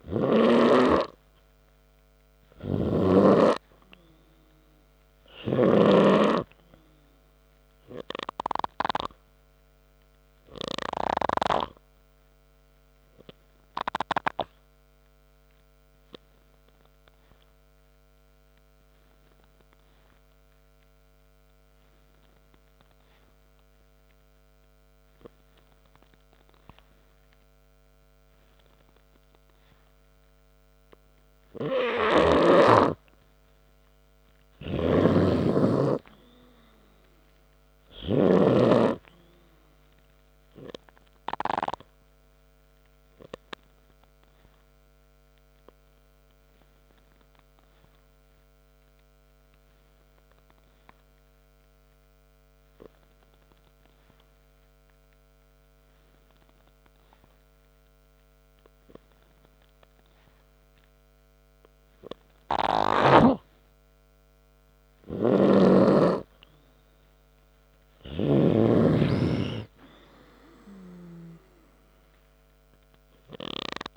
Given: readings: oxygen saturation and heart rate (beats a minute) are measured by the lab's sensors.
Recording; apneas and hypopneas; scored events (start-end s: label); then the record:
breathing in sleep by a microphone on the trachea; 2
18.00-32.00 s: obstructive apnea (oxygen 98% before, 92% lowest, heart rate 66 before, 55 extreme, up 22 after)
35.00-39.00 s: snoring (device-marked)
35.00-54.00 s: oxygen desaturation (device-marked, oxygen 97% before, 92% lowest, heart rate 65 before, 58 extreme)
38.00-41.50 s: arousal
49.00-62.50 s: obstructive apnea (oxygen 97% before, 92% lowest, heart rate 67 before, 58 extreme)
65.00-68.00 s: arousal
From the record:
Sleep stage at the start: N3 (deep sleep); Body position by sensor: on the back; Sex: male